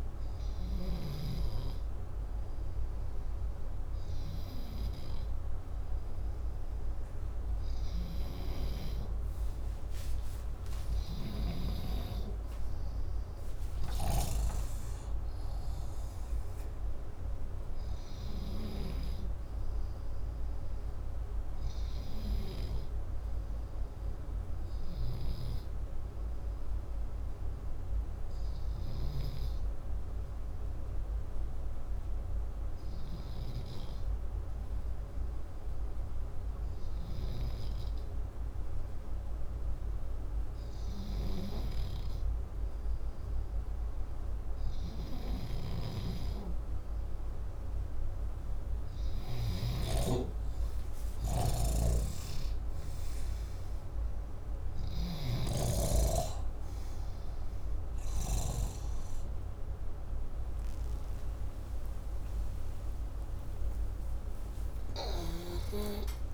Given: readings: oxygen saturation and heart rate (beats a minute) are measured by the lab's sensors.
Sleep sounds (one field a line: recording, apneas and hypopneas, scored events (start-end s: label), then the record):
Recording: a person partly awake in a sleep study, by a room microphone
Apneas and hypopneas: 1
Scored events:
10.00-14.00 s: arousal
25.50-40.00 s: hypopnea (oxygen 95% before, 94% lowest, heart rate 64 before, 57 extreme, up 3 after)
48.50-66.33 s: new sleep stage, awake
50.50-55.00 s: snoring (device-marked)
From the record:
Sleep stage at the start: N2 (light sleep)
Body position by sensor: upright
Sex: male